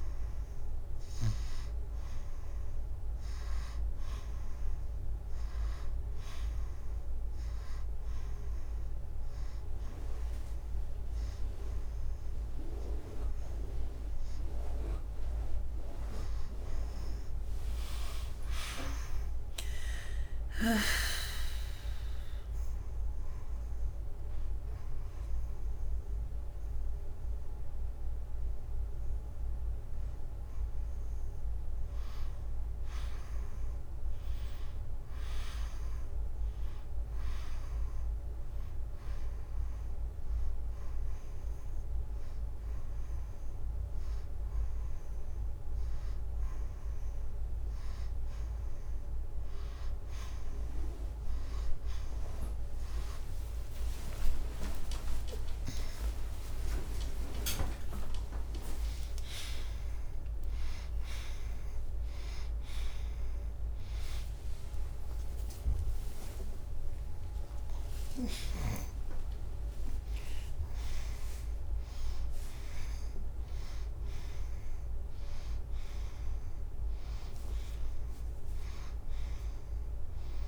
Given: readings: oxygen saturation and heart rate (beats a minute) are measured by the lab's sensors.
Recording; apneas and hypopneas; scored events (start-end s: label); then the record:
a person partly awake in a sleep study, by a room microphone; 2
6.00-17.00 s: hypopnea (oxygen 97% before, 90% lowest, heart rate 94 before, 88 extreme, up 8 after)
7.50-18.50 s: oxygen desaturation (device-marked, oxygen 96% before, 91% lowest, heart rate 92 before, 88 extreme)
18.00-21.50 s: arousal
25.50-34.50 s: oxygen desaturation (device-marked, oxygen 94% before, 90% lowest, heart rate 94 before, 88 extreme)
38.50-49.00 s: hypopnea (oxygen 94% before, 92% lowest, heart rate 94 before, 89 extreme, up 19 after)
39.50-47.50 s: oxygen desaturation (device-marked, oxygen 98% before, 92% lowest, heart rate 94 before, 89 extreme)
49.50-65.50 s: oxygen desaturation (device-marked, oxygen 96% before, 92% lowest, heart rate 91 before, 100 extreme)
51.50-80.48 s: new sleep stage, awake
From the record:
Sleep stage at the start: N2 (light sleep); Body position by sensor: on the back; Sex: female